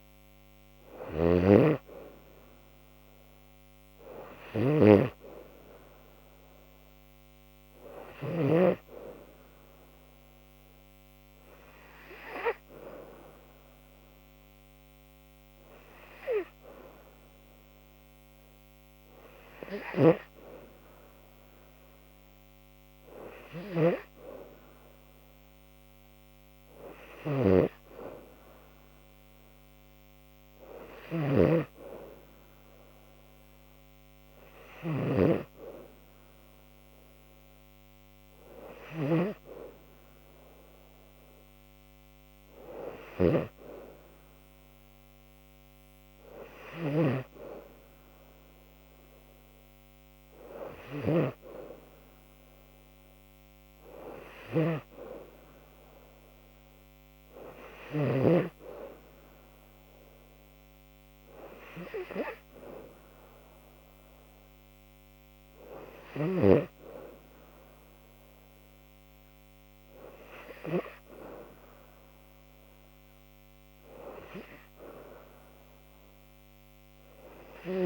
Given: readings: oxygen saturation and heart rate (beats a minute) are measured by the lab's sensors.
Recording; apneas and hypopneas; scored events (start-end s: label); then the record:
breathing in sleep by a microphone on the trachea; none
0.00-19.00 s: oxygen desaturation (device-marked, oxygen 92% lowest, heart rate 69 extreme)
From the record:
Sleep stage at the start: N2 (light sleep); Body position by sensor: on the back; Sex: female